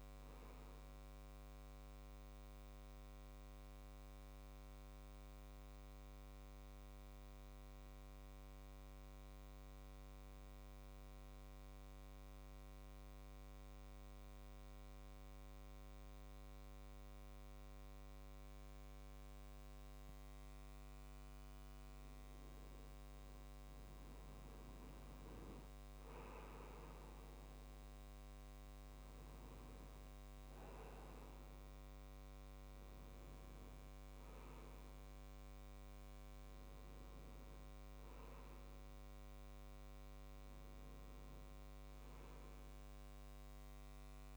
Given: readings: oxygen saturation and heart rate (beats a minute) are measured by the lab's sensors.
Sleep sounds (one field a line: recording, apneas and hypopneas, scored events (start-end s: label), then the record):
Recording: breathing in sleep, hard to hear, by a microphone on the trachea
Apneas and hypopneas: 1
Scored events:
0.00-3.00 s: oxygen desaturation (device-marked, oxygen 95% lowest, heart rate 67 extreme)
2.50-20.00 s: mixed apnea (oxygen 99% before, 91% lowest, heart rate 69 before, 68 extreme, up 6 after)
24.00-44.37 s: oxygen desaturation (device-marked, oxygen 97% before, 91% lowest, heart rate 69 before, 68 extreme)
25.00-29.50 s: arousal
From the record:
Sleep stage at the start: N2 (light sleep)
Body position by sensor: on the right side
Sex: male